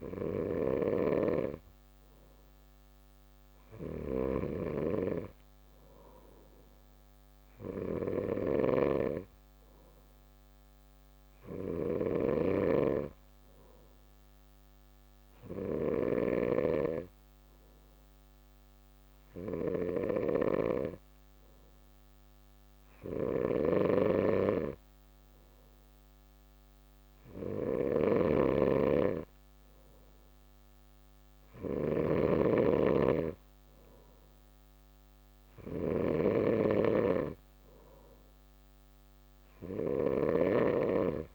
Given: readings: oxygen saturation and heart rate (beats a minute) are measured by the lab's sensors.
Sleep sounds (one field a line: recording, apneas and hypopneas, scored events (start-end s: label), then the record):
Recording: breathing in sleep by a microphone on the trachea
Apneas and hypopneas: 1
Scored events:
0.00-41.35 s: snoring (device-marked)
14.00-32.50 s: hypopnea (oxygen 96% before, 92% lowest)
35.00-39.00 s: arousal
From the record:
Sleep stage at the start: N2 (light sleep)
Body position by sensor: on the back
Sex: male